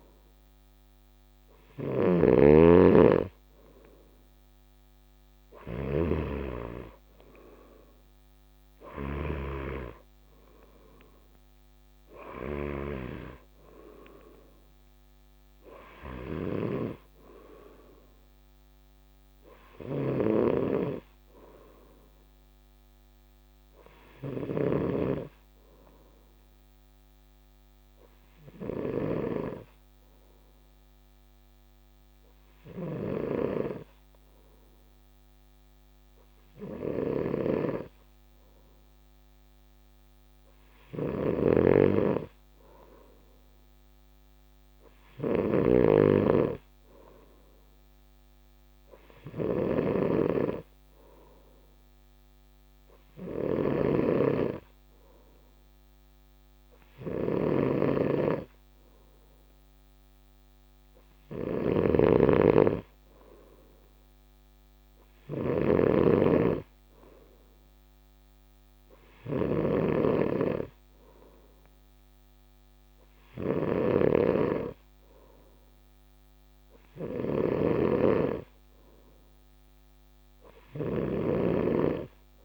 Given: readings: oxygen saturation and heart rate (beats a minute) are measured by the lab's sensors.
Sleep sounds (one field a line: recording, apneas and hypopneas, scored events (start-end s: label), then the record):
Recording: breathing in sleep by a microphone on the trachea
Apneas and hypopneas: none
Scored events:
0.00-82.45 s: snoring (device-marked)
From the record:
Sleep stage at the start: N3 (deep sleep)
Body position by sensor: on the right side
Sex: male